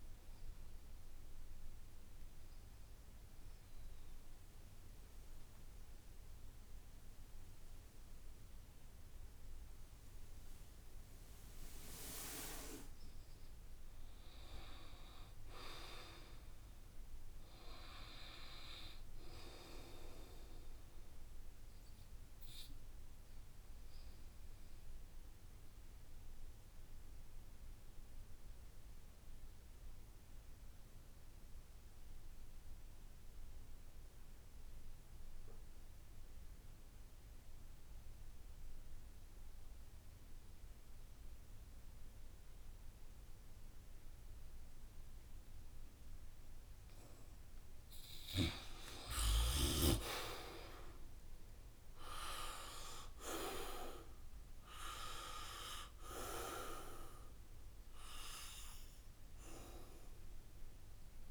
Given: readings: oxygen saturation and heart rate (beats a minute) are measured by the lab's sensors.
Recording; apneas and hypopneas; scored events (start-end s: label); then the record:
breathing in sleep by a room microphone; 2
2.50-13.50 s: central apnea (oxygen 97% before, 84% lowest, heart rate 84 before, 68 extreme, up 8 after)
15.50-19.00 s: arousal
18.50-34.50 s: oxygen desaturation (device-marked, oxygen 96% before, 90% lowest, heart rate 72 before, 68 extreme)
25.00-47.00 s: obstructive apnea (oxygen 97% before, 84% lowest, heart rate 72 before, 67 extreme, up 8 after)
43.50-61.31 s: oxygen desaturation (device-marked, oxygen 94% before, 84% lowest, heart rate 71 before, 67 extreme)
50.00-53.00 s: arousal
51.50-53.50 s: long interval between heartbeats (device-marked, heart rate 71 before, 75 extreme)
From the record:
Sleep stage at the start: N2 (light sleep); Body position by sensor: on the back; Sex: male